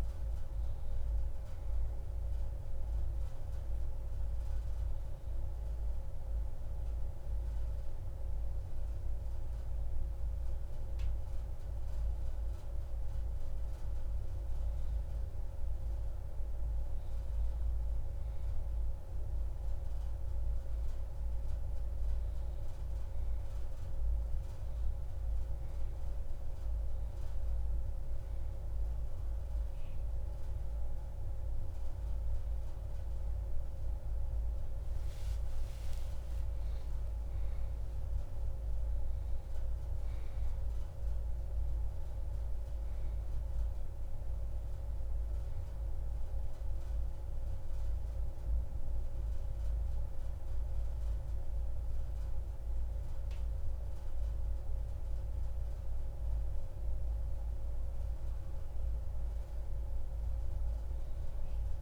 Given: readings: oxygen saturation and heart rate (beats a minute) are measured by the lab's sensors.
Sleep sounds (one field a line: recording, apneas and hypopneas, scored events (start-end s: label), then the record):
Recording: breathing in sleep, hard to hear, by a room microphone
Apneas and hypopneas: 1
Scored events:
0.00-10.50 s: oxygen desaturation (device-marked, oxygen 93% lowest)
3.50-16.50 s: hypopnea (oxygen 97% before, 92% lowest)
19.50-24.00 s: arousal
35.00-39.00 s: arousal
55.50-61.82 s: new sleep stage, N2 (light sleep)
From the record:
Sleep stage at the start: N1 (lightest sleep)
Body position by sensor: on the back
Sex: male